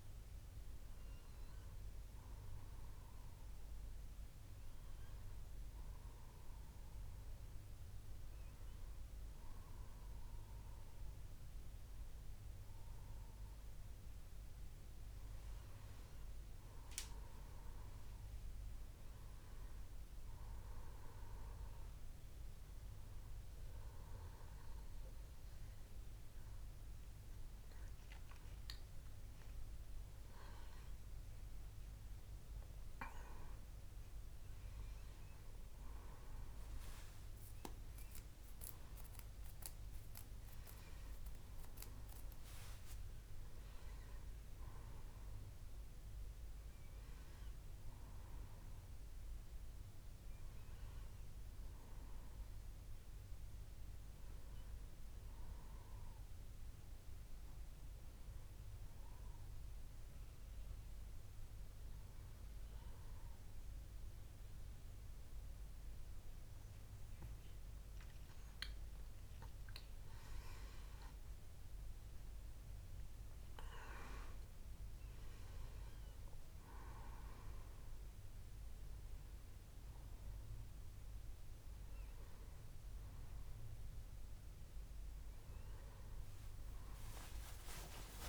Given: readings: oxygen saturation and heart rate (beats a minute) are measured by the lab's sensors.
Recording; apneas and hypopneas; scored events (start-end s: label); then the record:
breathing in sleep by a room microphone; 2
21.50-32.00 s: hypopnea (oxygen 97% before, 94% lowest, heart rate 68 before, 64 extreme, up 10 after)
33.50-37.00 s: arousal
58.00-70.50 s: hypopnea (oxygen 97% before, 94% lowest, heart rate 73 before, 64 extreme, up 9 after)
72.00-75.00 s: arousal
From the record:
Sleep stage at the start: N1 (lightest sleep); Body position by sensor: on the back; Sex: male